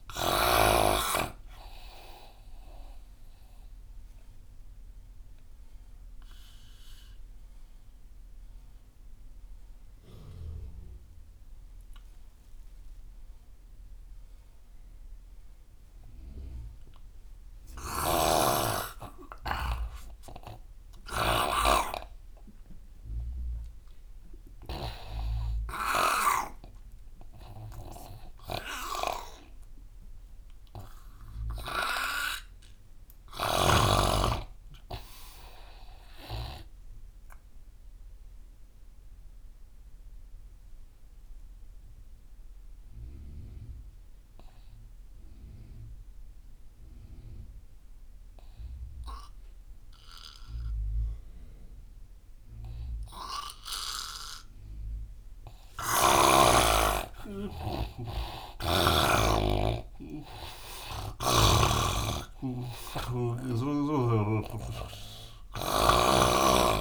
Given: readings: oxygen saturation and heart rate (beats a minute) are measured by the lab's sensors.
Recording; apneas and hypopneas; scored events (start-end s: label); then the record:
breathing in sleep by a room microphone; 2
0.00-13.00 s: oxygen desaturation (device-marked, oxygen 86% lowest)
5.50-19.00 s: mixed apnea (oxygen 99% before, 85% lowest)
18.00-21.50 s: snoring (device-marked)
22.50-26.50 s: arousal
27.00-35.00 s: oxygen desaturation (device-marked, oxygen 98% before, 94% lowest)
38.00-56.00 s: obstructive apnea (oxygen 98% before, 85% lowest)
44.00-50.00 s: oxygen desaturation (device-marked, oxygen 97% before, 94% lowest)
56.50-60.50 s: arousal
60.00-66.81 s: oxygen desaturation (device-marked, oxygen 96% before, 85% lowest)
From the record:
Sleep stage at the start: N2 (light sleep); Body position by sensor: on the right side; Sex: male